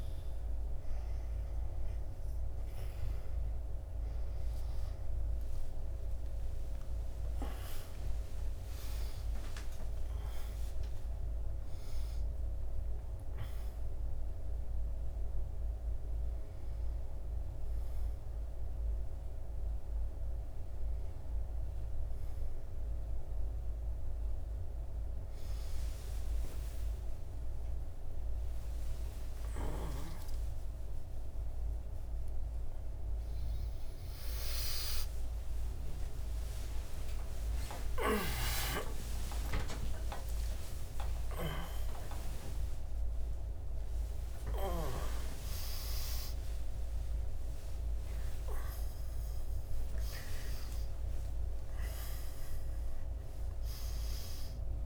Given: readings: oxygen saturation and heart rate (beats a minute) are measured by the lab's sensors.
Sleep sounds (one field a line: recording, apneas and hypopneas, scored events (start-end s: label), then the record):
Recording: a person awake in a sleep study, by a room microphone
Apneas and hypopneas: none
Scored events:
none scored
From the record:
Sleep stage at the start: awake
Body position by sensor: on the back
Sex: male